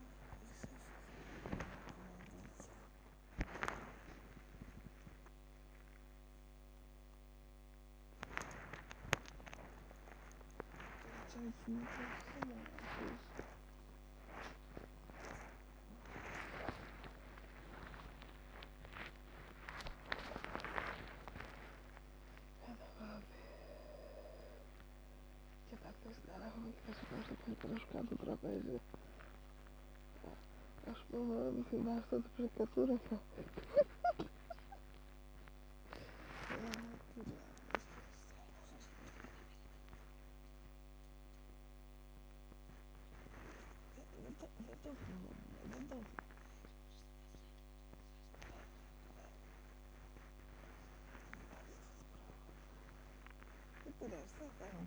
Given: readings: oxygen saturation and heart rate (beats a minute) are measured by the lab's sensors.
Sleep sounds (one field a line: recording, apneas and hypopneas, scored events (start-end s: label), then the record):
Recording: a person awake in a sleep study, by a microphone on the trachea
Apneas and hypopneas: none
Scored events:
29.50-35.50 s: bradycardia (device-marked, heart rate 103 before, 48 extreme)
From the record:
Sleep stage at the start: awake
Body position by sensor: on the back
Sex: female